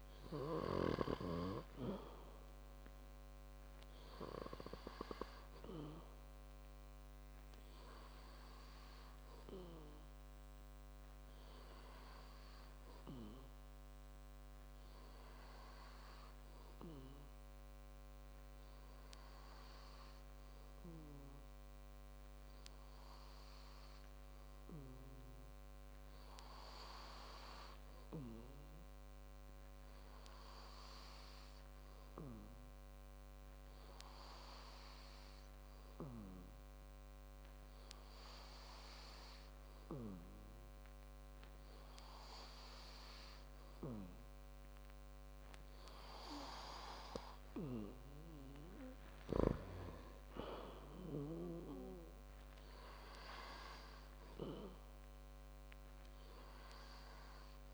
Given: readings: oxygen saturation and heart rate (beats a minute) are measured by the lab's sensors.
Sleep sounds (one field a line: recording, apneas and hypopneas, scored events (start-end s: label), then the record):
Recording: breathing in sleep by a microphone on the trachea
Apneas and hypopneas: 1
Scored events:
0.00-3.00 s: arousal
9.50-45.00 s: hypopnea (oxygen 97% before, 94% lowest, heart rate 63 before, 52 extreme, up 12 after)
50.00-53.00 s: arousal
From the record:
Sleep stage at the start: N2 (light sleep)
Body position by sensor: on the back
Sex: male